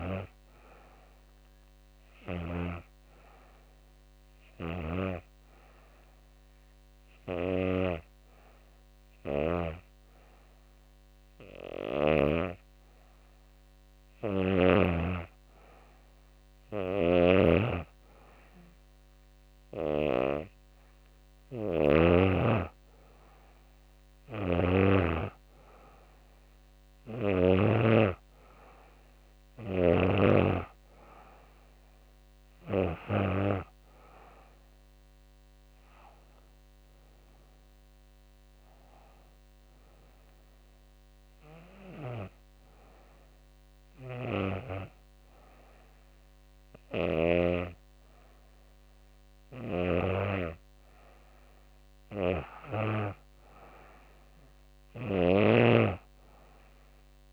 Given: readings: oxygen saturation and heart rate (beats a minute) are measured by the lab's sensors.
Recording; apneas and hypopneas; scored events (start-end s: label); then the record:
breathing in sleep by a microphone on the trachea; 1
0.00-7.00 s: oxygen desaturation (device-marked, oxygen 90% lowest, heart rate 74 extreme)
1.50-13.50 s: hypopnea (oxygen 95% before, 90% lowest, heart rate 77 before, 74 extreme, up 2 after)
15.50-26.50 s: snoring (device-marked)
16.00-19.50 s: arousal
22.00-39.00 s: oxygen desaturation (device-marked, oxygen 96% before, 92% lowest, heart rate 75 before, 72 extreme)
From the record:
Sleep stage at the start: N2 (light sleep); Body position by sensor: on the back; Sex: female